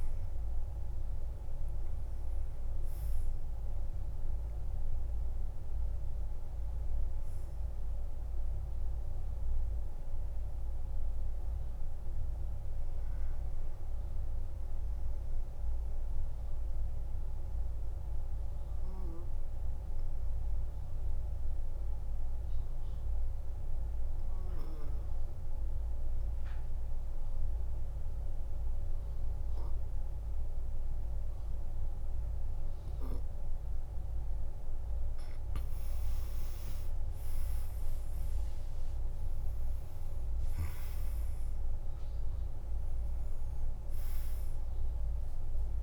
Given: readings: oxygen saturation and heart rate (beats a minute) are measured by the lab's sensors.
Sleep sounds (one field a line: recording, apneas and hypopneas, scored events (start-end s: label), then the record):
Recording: breathing in sleep, hard to hear, by a room microphone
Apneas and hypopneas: 1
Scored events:
0.00-19.00 s: oxygen desaturation (device-marked, oxygen 90% lowest, heart rate 47 extreme)
16.00-34.50 s: obstructive apnea (oxygen 99% before, 90% lowest, heart rate 58 before, 46 extreme, up 17 after)
36.50-41.50 s: arousal
37.00-45.83 s: oxygen desaturation (device-marked, oxygen 99% before, 92% lowest, heart rate 49 before, 46 extreme)
From the record:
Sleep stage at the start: N2 (light sleep)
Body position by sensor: on the back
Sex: male